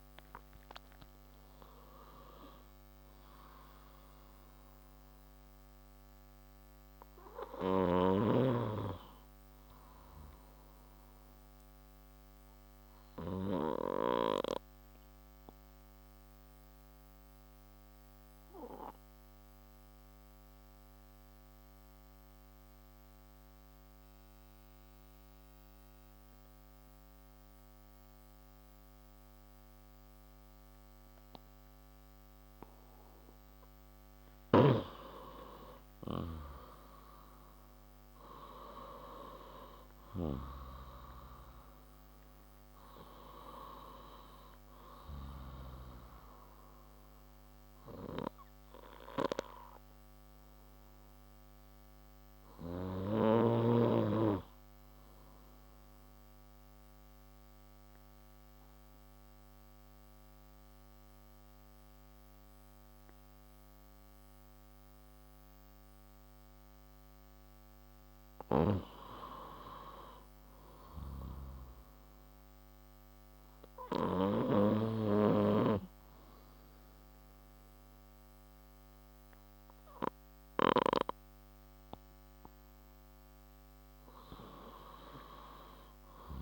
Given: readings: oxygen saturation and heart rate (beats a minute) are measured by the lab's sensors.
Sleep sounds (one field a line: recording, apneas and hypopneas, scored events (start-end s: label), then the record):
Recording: breathing in sleep by a microphone on the trachea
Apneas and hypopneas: 2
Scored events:
0.00-19.00 s: oxygen desaturation (device-marked, oxygen 90% lowest, heart rate 56 extreme)
12.50-33.00 s: obstructive apnea (oxygen 97% before, 91% lowest, heart rate 67 before, 56 extreme, up 9 after)
35.50-39.00 s: arousal
36.00-65.00 s: oxygen desaturation (device-marked, oxygen 97% before, 91% lowest, heart rate 59 before, 57 extreme)
56.00-68.00 s: obstructive apnea (oxygen 97% before, 91% lowest, heart rate 65 before, 57 extreme, up 7 after)
70.50-75.50 s: arousal
From the record:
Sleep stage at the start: N2 (light sleep)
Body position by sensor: on the left side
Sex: male